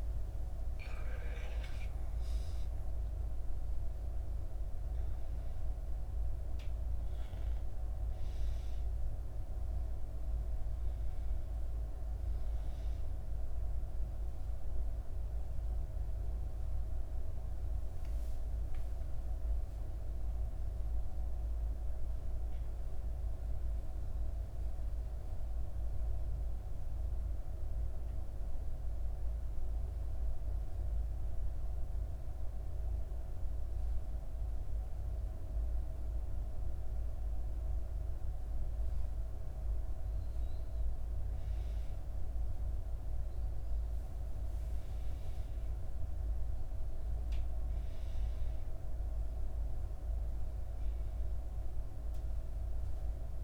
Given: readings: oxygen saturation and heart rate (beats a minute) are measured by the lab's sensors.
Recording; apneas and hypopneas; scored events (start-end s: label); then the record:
breathing in sleep, hard to hear, by a room microphone; 1
0.00-2.00 s: arousal
0.00-11.50 s: oxygen desaturation (device-marked, oxygen 95% lowest, heart rate 62 extreme)
13.00-35.50 s: obstructive apnea (oxygen 99% before, 92% lowest, heart rate 69 before, 61 extreme, up 1 after)
37.50-53.44 s: oxygen desaturation (device-marked, oxygen 99% before, 92% lowest, heart rate 65 before, 63 extreme)
38.50-42.00 s: arousal
From the record:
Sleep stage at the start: N1 (lightest sleep); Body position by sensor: on the back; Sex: female